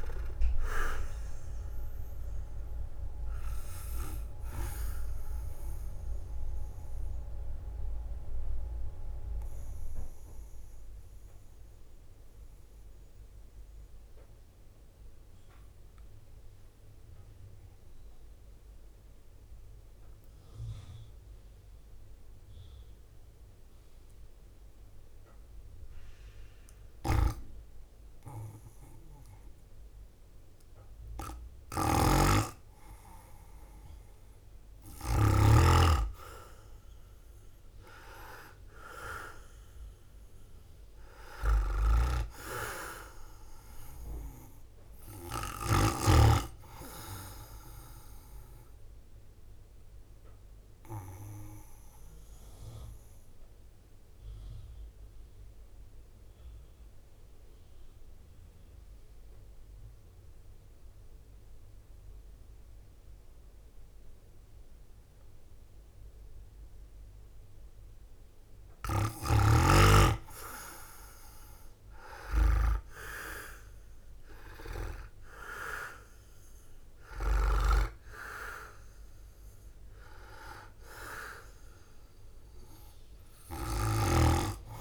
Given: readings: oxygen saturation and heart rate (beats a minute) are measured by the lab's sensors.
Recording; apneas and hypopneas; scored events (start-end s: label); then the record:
breathing in sleep by a room microphone; 2
0.00-6.00 s: drop in pulse transit time (device-marked, heart rate 57 extreme)
0.00-31.00 s: oxygen desaturation (device-marked, oxygen 78% lowest, heart rate 52 extreme)
5.50-30.50 s: mixed apnea (oxygen 94% before, 78% lowest, heart rate 66 before, 53 extreme, up 7 after)
31.50-35.50 s: snoring (device-marked)
33.00-38.50 s: arousal
34.00-54.00 s: drop in pulse transit time (device-marked, heart rate 56 before, 53 extreme)
46.00-84.81 s: new sleep stage, REM sleep
49.50-68.50 s: mixed apnea (oxygen 100% before, 93% lowest, heart rate 59 before, 50 extreme, up 16 after)
57.00-75.00 s: oxygen desaturation (device-marked, oxygen 98% before, 93% lowest, heart rate 57 before, 51 extreme)
71.50-74.50 s: arousal
73.00-84.81 s: drop in pulse transit time (device-marked, heart rate 53 before, 58 extreme)
From the record:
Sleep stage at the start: N2 (light sleep); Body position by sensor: on the right side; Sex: male